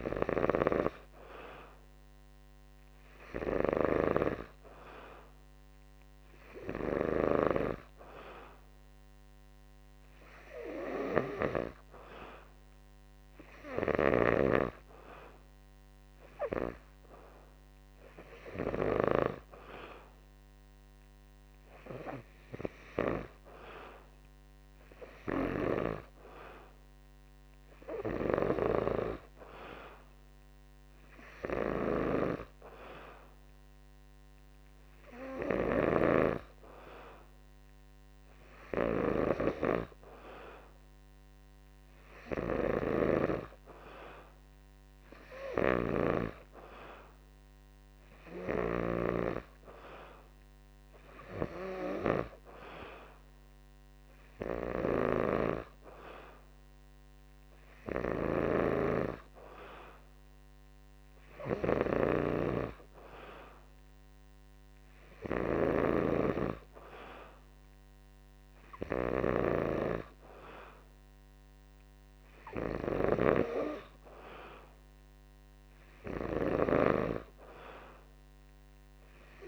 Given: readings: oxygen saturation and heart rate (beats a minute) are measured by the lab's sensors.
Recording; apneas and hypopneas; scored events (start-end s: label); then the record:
breathing in sleep by a microphone on the trachea; none
none scored
From the record:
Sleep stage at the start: N2 (light sleep); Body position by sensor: on the back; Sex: male